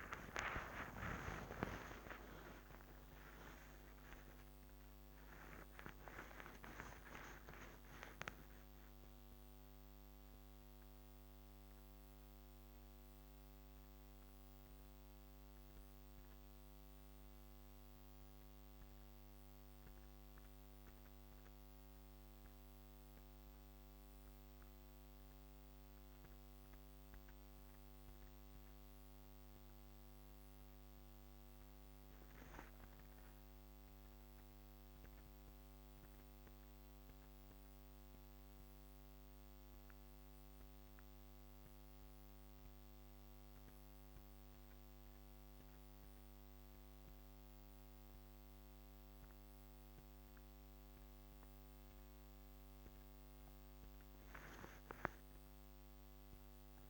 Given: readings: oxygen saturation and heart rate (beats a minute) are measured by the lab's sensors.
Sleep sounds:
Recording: breathing in sleep by a microphone on the trachea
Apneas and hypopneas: none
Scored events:
0.00-1.50 s: arousal
From the record:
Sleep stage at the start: N1 (lightest sleep)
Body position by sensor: on the back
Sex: female

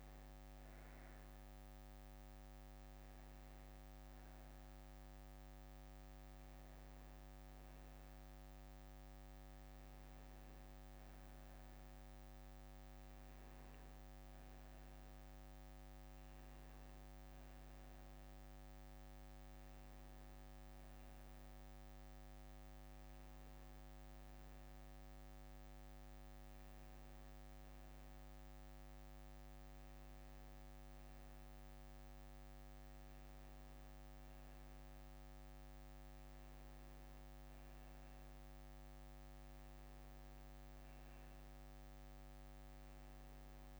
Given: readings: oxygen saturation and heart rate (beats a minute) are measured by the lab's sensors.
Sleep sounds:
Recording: breathing in sleep, hard to hear, by a microphone on the trachea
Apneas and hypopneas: none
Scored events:
21.00-24.00 s: bradycardia (device-marked, heart rate 67 before, 59 extreme)
From the record:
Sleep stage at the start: N1 (lightest sleep)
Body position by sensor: on the back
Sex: male

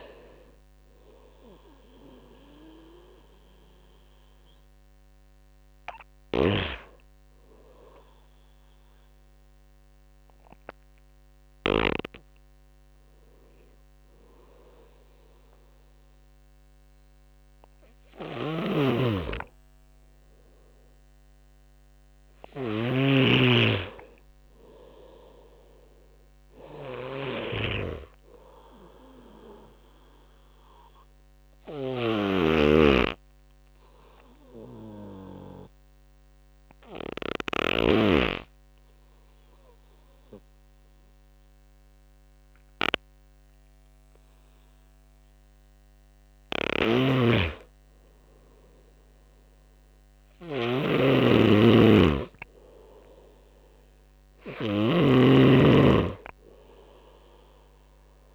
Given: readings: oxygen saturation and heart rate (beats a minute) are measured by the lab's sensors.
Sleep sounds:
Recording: breathing in sleep by a microphone on the trachea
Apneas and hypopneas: 2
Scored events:
7.00-17.00 s: hypopnea (oxygen 98% before, 91% lowest)
17.50-37.50 s: snoring (device-marked)
19.00-42.00 s: oxygen desaturation (device-marked, oxygen 97% before, 92% lowest)
19.50-23.00 s: arousal
30.50-45.50 s: hypopnea (oxygen 97% before, 91% lowest)
33.00-58.35 s: new sleep stage, N2 (light sleep)
46.00-58.35 s: snoring (device-marked)
48.50-52.00 s: arousal
52.00-58.35 s: oxygen desaturation (device-marked, oxygen 97% before, 91% lowest)
From the record:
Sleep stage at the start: REM sleep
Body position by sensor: on the right side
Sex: male

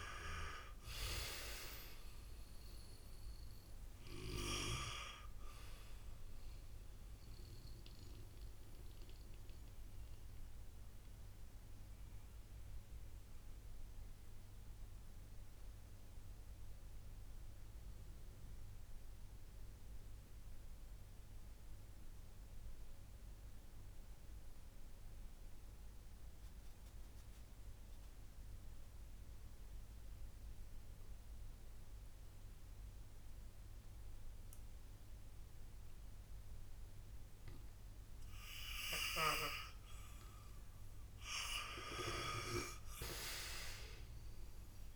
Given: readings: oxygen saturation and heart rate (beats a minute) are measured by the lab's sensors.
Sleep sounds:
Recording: breathing in sleep by a room microphone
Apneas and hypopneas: 1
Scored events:
0.00-25.00 s: oxygen desaturation (device-marked, oxygen 83% lowest, heart rate 56 extreme)
7.50-40.50 s: mixed apnea (oxygen 98% before, 83% lowest, heart rate 62 before, 55 extreme)
41.00-44.96 s: oxygen desaturation (device-marked, oxygen 98% before, 84% lowest, heart rate 69 before, 55 extreme)
41.50-44.96 s: arousal
From the record:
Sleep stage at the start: N2 (light sleep)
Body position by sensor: on the back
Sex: male

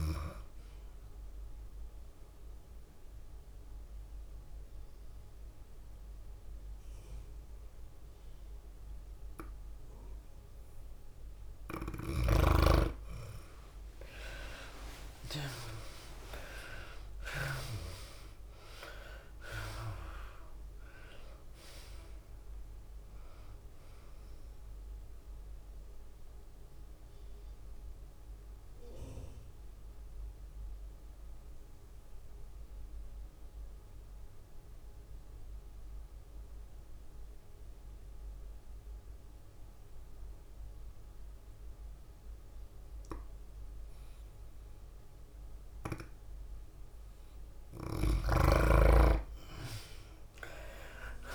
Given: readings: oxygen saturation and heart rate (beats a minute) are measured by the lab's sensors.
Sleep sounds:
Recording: breathing in sleep by a room microphone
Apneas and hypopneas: 2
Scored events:
0.00-1.00 s: oxygen desaturation (device-marked, oxygen 73% lowest, heart rate 93 extreme)
0.00-2.00 s: long interval between heartbeats (device-marked, heart rate 114 before, 103 extreme)
0.00-3.00 s: tachycardia (device-marked, heart rate 137 extreme)
2.50-13.00 s: obstructive apnea (oxygen 96% before, 78% lowest, heart rate 114 before, 99 extreme, up 24 after)
12.00-32.00 s: tachycardia (device-marked, heart rate 101 before, 122 extreme)
14.00-37.00 s: oxygen desaturation (device-marked, oxygen 97% before, 80% lowest, heart rate 102 before, 93 extreme)
16.50-20.50 s: arousal
17.50-19.50 s: long interval between heartbeats (device-marked, heart rate 102 before, 120 extreme)
19.00-34.00 s: drop in pulse transit time (device-marked, heart rate 104 before, 102 extreme)
25.50-45.50 s: mixed apnea (oxygen 98% before, 78% lowest, heart rate 107 before, 93 extreme, up 6 after)
44.00-51.34 s: oxygen desaturation (device-marked, oxygen 98% before, 78% lowest, heart rate 101 before, 95 extreme)
48.00-50.50 s: arousal
From the record:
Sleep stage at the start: N2 (light sleep)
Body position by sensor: on the back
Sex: female

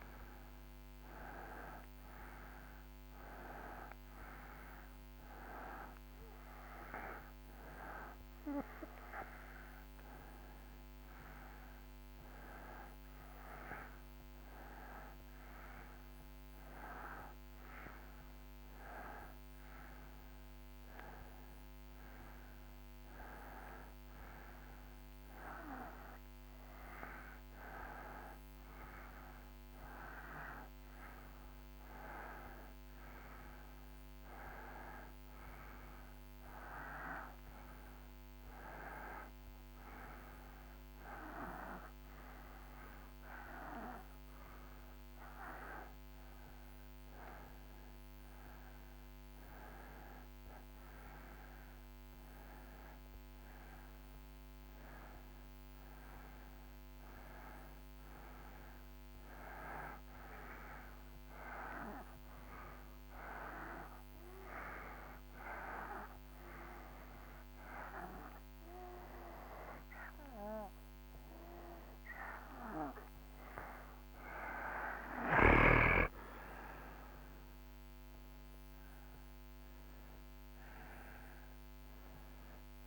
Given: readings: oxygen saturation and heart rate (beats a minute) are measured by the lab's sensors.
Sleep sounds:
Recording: breathing in sleep by a microphone on the trachea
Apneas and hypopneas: 1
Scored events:
63.50-73.50 s: obstructive apnea (oxygen 91% before, 90% lowest)
75.50-79.50 s: arousal
From the record:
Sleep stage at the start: N2 (light sleep)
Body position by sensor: on the right side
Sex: male

